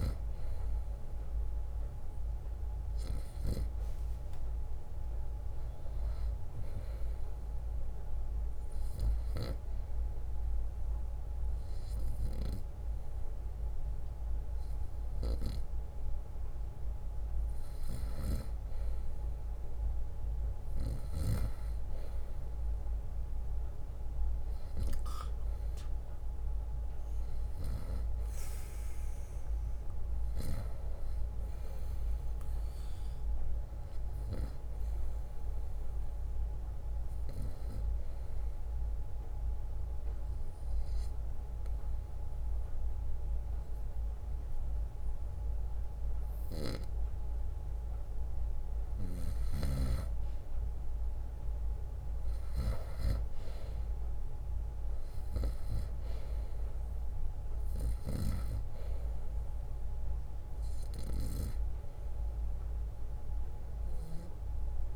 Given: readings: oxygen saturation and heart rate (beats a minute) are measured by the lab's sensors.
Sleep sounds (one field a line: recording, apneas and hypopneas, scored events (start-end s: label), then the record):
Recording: breathing in sleep by a room microphone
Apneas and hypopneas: 2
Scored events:
0.00-5.00 s: drop in pulse transit time (device-marked, heart rate 61 extreme)
3.50-7.50 s: arousal
4.00-6.00 s: long interval between heartbeats (device-marked, heart rate 64 before, 70 extreme)
5.00-21.00 s: oxygen desaturation (device-marked, oxygen 94% before, 91% lowest, heart rate 64 before, 54 extreme)
9.00-19.00 s: obstructive apnea (oxygen 96% before, 90% lowest, heart rate 66 before, 55 extreme, up 0 after)
20.00-27.00 s: bradycardia (device-marked, heart rate 63 before, 55 extreme)
22.50-26.00 s: arousal
25.00-40.00 s: drop in pulse transit time (device-marked, heart rate 63 before, 55 extreme)
38.50-49.00 s: obstructive apnea (oxygen 96% before, 90% lowest, heart rate 60 before, 54 extreme, up 11 after)
39.00-45.00 s: bradycardia (device-marked, heart rate 63 before, 54 extreme)
53.50-57.00 s: arousal
54.00-64.96 s: drop in pulse transit time (device-marked, heart rate 60 before, 64 extreme)
62.00-64.96 s: oxygen desaturation (device-marked, oxygen 95% before, 90% lowest, heart rate 61 before, 62 extreme)
From the record:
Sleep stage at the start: N2 (light sleep)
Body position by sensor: on the right side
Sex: male